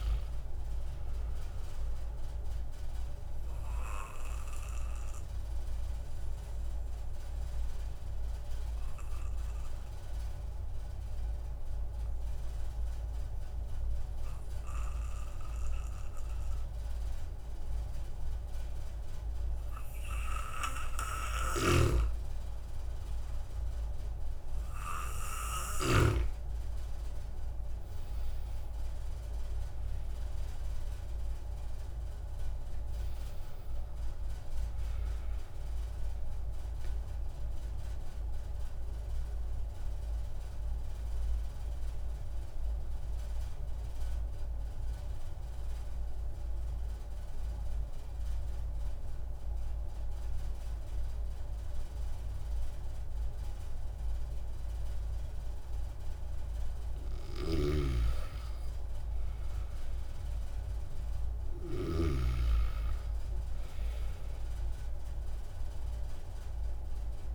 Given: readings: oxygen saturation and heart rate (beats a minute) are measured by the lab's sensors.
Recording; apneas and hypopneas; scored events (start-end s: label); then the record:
breathing in sleep by a room microphone; 2
3.50-21.50 s: obstructive apnea (oxygen 97% before, 94% lowest)
21.50-26.00 s: snoring (device-marked)
23.00-26.00 s: arousal
37.50-56.50 s: obstructive apnea (oxygen 97% before, 93% lowest)
57.00-62.00 s: snoring (device-marked)
59.00-62.00 s: arousal
From the record:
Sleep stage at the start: N2 (light sleep); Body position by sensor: on the back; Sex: male